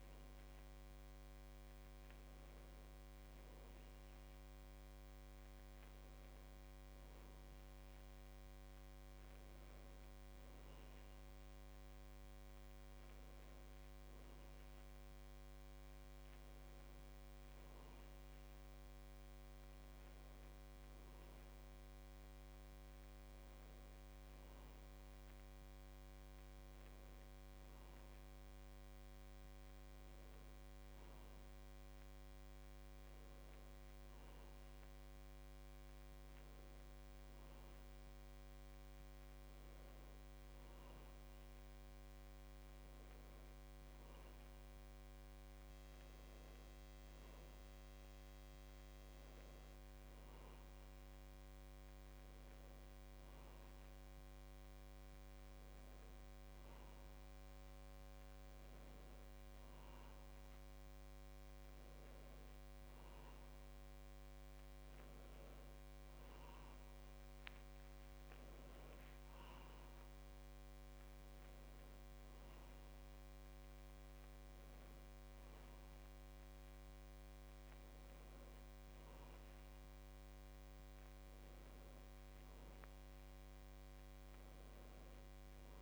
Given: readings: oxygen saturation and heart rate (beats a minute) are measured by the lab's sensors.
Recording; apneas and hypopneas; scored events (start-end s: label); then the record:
breathing in sleep, hard to hear, by a microphone on the trachea; none
none scored
From the record:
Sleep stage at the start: N1 (lightest sleep); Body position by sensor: on the back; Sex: female